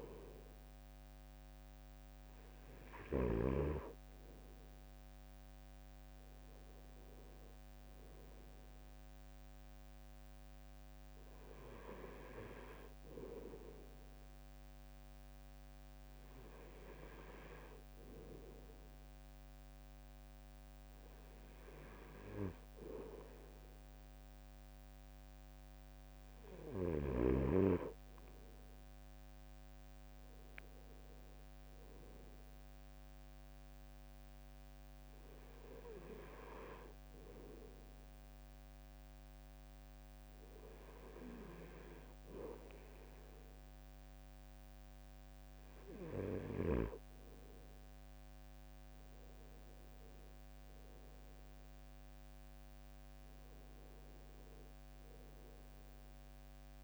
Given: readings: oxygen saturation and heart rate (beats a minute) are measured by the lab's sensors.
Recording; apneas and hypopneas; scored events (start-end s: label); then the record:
breathing in sleep by a microphone on the trachea; none
48.00-52.50 s: arousal
From the record:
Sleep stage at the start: N2 (light sleep); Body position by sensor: on the right side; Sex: male